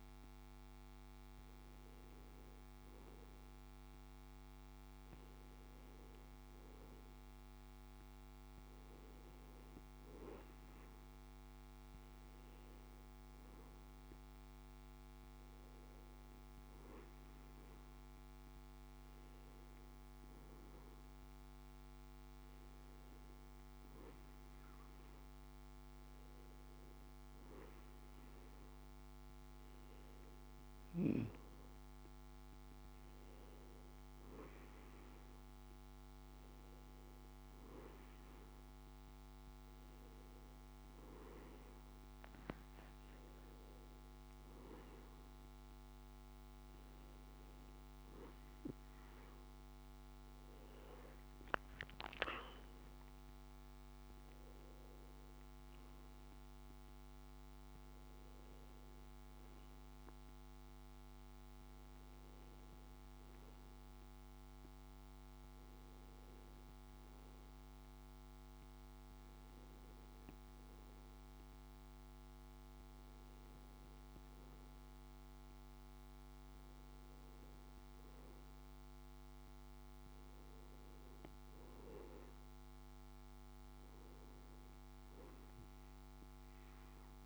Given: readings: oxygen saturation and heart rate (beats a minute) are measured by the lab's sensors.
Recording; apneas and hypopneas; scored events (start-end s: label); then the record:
breathing in sleep, hard to hear, by a microphone on the trachea; none
44.50-49.50 s: arousal
From the record:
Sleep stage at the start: N2 (light sleep); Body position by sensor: on the back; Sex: male